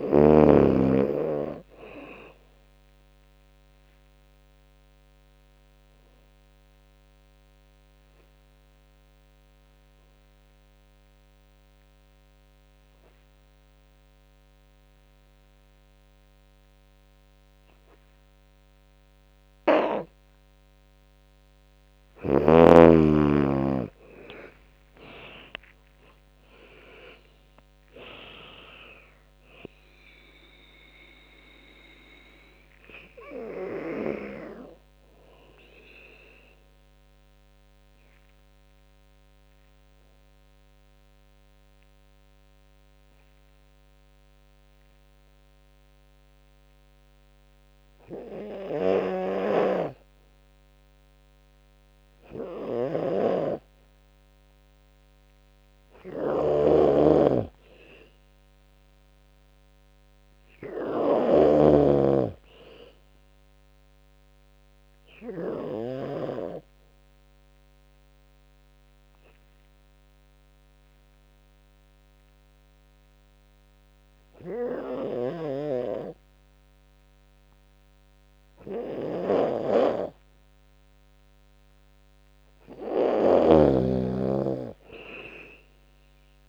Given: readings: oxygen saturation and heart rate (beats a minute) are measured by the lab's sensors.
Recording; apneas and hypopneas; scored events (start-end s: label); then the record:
breathing in sleep by a microphone on the trachea; 3
0.00-8.00 s: drop in pulse transit time (device-marked, heart rate 76 extreme)
3.50-20.50 s: obstructive apnea (oxygen 98% before, 93% lowest, heart rate 75 before, 67 extreme, up 24 after)
22.50-25.50 s: arousal
23.00-35.00 s: drop in pulse transit time (device-marked, heart rate 74 before, 78 extreme)
24.00-41.00 s: oxygen desaturation (device-marked, oxygen 97% before, 93% lowest, heart rate 74 before, 73 extreme)
31.50-54.00 s: obstructive apnea (oxygen 97% before, 92% lowest, heart rate 78 before, 70 extreme, up 6 after)
48.00-65.50 s: snoring (device-marked)
55.00-58.00 s: arousal
57.00-74.00 s: oxygen desaturation (device-marked, oxygen 99% before, 95% lowest, heart rate 75 before, 70 extreme)
63.50-80.50 s: obstructive apnea (oxygen 99% before, 92% lowest, heart rate 75 before, 67 extreme, up 16 after)
74.50-86.49 s: snoring (device-marked)
81.00-86.49 s: oxygen desaturation (device-marked, oxygen 97% before, 92% lowest, heart rate 76 before, 67 extreme)
82.50-85.50 s: arousal
83.00-86.49 s: drop in pulse transit time (device-marked, heart rate 76 before, 76 extreme)
From the record:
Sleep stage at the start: N2 (light sleep); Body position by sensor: on the back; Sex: female